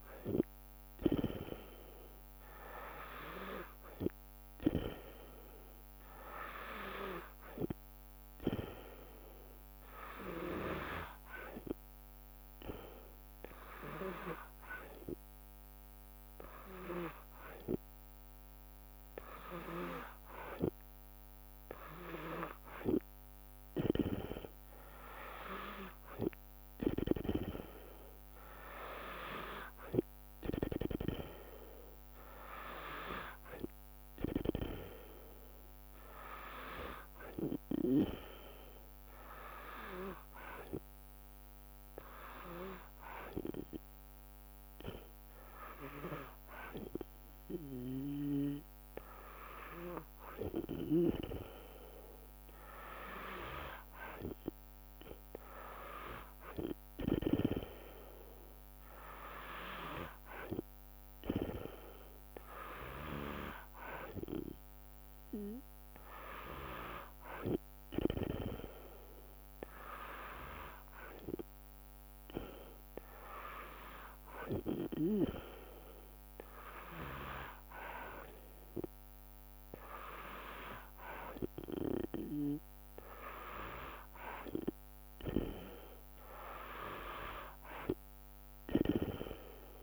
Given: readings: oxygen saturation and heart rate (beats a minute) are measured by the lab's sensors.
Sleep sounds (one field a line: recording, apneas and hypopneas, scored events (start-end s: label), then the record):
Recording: breathing in sleep by a microphone on the trachea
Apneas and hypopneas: 1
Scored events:
11.50-22.50 s: hypopnea (oxygen 96% before, 93% lowest, heart rate 71 before, 63 extreme, up 3 after)
25.50-28.50 s: arousal
27.50-38.50 s: drop in pulse transit time (device-marked, heart rate 71 before, 63 extreme)
48.00-57.50 s: snoring (device-marked)
53.50-64.50 s: drop in pulse transit time (device-marked, heart rate 71 before, 72 extreme)
From the record:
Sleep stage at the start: N2 (light sleep)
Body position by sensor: on the back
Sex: female